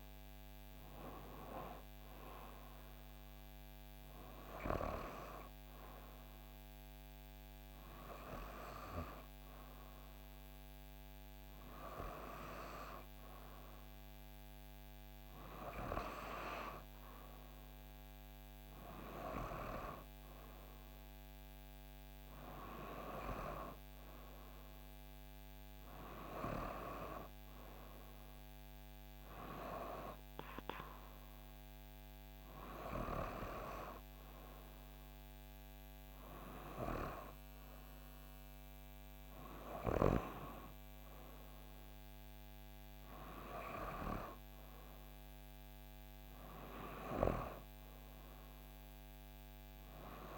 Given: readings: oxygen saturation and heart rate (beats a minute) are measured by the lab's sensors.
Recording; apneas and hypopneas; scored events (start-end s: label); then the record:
breathing in sleep by a microphone on the trachea; none
none scored
From the record:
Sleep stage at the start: N2 (light sleep); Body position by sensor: on the back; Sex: female